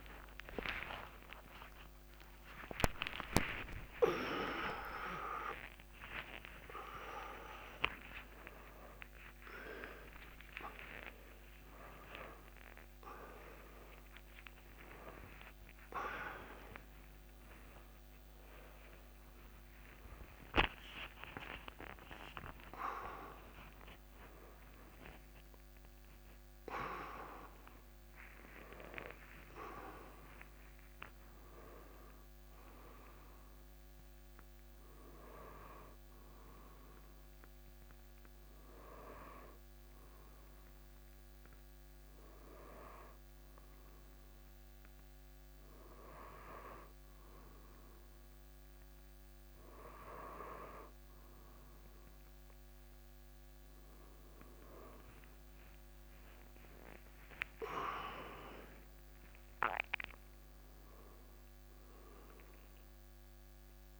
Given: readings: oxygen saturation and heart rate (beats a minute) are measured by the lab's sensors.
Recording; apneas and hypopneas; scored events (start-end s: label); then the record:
a person partly awake in a sleep study, by a microphone on the trachea; none
21.50-64.00 s: new sleep stage, N1 (lightest sleep)
54.00-58.00 s: arousal
From the record:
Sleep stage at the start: awake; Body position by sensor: on the back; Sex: male